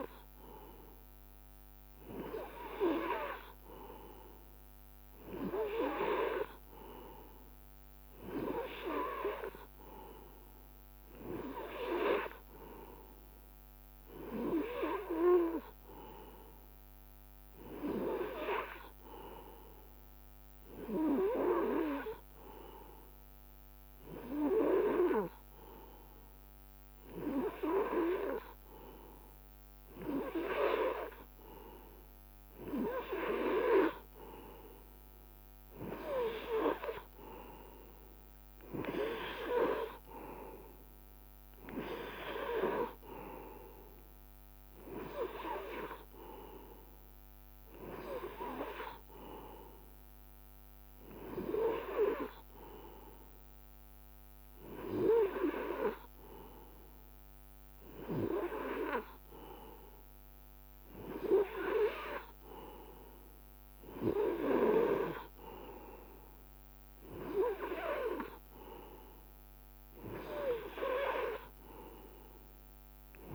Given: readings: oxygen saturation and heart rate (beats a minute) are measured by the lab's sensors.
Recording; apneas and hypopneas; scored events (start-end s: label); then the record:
breathing in sleep by a microphone on the trachea; none
none scored
From the record:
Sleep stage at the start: N2 (light sleep); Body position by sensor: on the right side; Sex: male